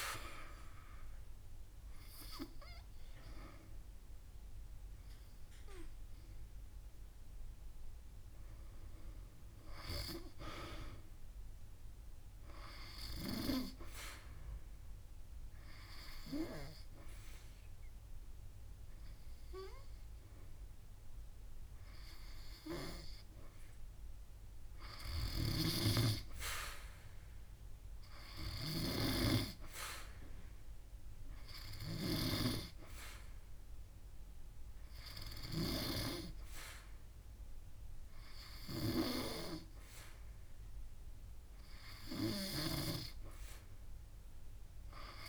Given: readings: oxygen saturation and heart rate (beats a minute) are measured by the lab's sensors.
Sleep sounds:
breathing in sleep by a room microphone; 1
8.00-11.00 s: arousal
14.00-24.50 s: obstructive apnea (oxygen 95% before, 92% lowest)
19.00-25.00 s: drop in pulse transit time (device-marked)
23.50-25.50 s: long interval between heartbeats (device-marked)
27.50-31.50 s: arousal
From the record:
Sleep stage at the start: N2 (light sleep); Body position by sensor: on the back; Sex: female

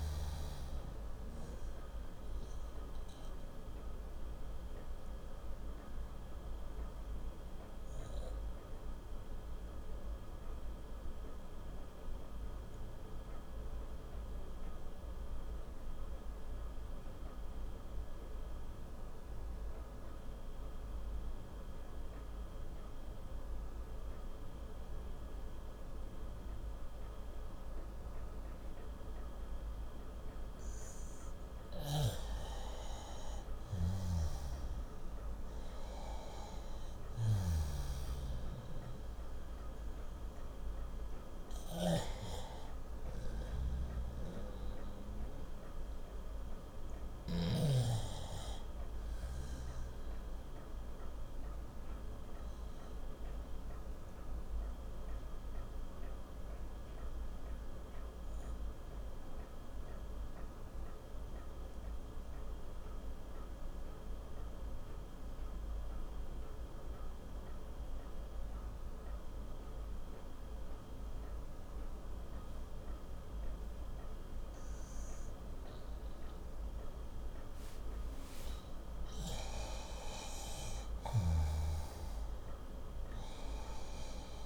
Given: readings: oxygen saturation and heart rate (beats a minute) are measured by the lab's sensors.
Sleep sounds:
breathing in sleep by a room microphone; 2
0.00-23.50 s: oxygen desaturation (device-marked, oxygen 88% lowest, heart rate 57 extreme)
2.00-30.50 s: obstructive apnea (oxygen 98% before, 88% lowest, heart rate 65 before, 57 extreme, up 8 after)
32.00-48.00 s: snoring (device-marked)
33.50-37.00 s: arousal
41.50-62.50 s: oxygen desaturation (device-marked, oxygen 96% before, 90% lowest, heart rate 64 before, 58 extreme)
50.50-78.50 s: obstructive apnea (oxygen 97% before, 89% lowest, heart rate 66 before, 56 extreme, up 6 after)
79.50-84.45 s: oxygen desaturation (device-marked, oxygen 97% before, 89% lowest, heart rate 61 before, 56 extreme)
80.00-84.00 s: arousal
From the record:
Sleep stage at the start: N2 (light sleep); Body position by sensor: on the back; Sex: male

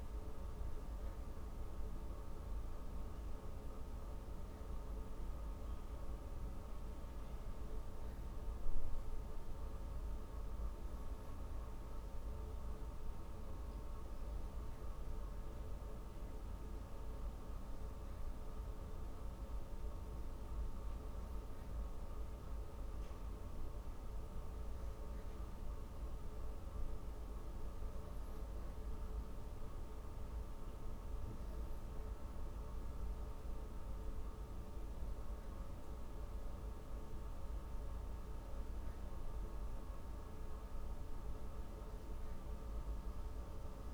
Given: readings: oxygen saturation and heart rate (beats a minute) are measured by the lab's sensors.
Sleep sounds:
breathing in sleep, hard to hear, by a room microphone; none
none scored
From the record:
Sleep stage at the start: N2 (light sleep); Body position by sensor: on the back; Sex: female

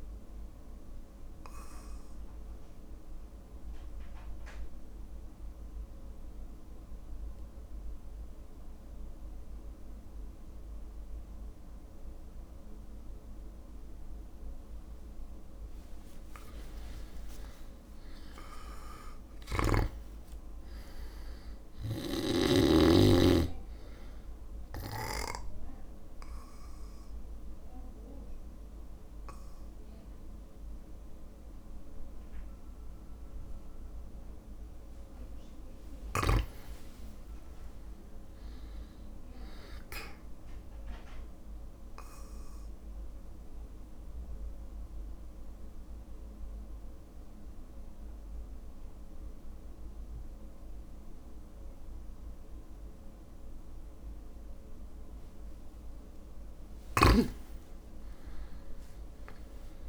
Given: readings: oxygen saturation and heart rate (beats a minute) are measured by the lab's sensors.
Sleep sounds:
breathing in sleep by a room microphone; 3
1.00-14.50 s: obstructive apnea (oxygen 100% before, 95% lowest, heart rate 59 before, 56 extreme, up 3 after)
16.50-20.00 s: arousal
24.50-35.50 s: obstructive apnea (oxygen 99% before, 95% lowest, heart rate 59 before, 56 extreme, up 4 after)
36.50-39.00 s: arousal
37.00-51.00 s: drop in pulse transit time (device-marked, heart rate 59 before, 56 extreme)
41.00-55.50 s: obstructive apnea (oxygen 98% before, 96% lowest, heart rate 58 before, 54 extreme, up 5 after)
57.50-59.89 s: arousal
From the record:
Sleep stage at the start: REM sleep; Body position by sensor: on the back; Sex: male

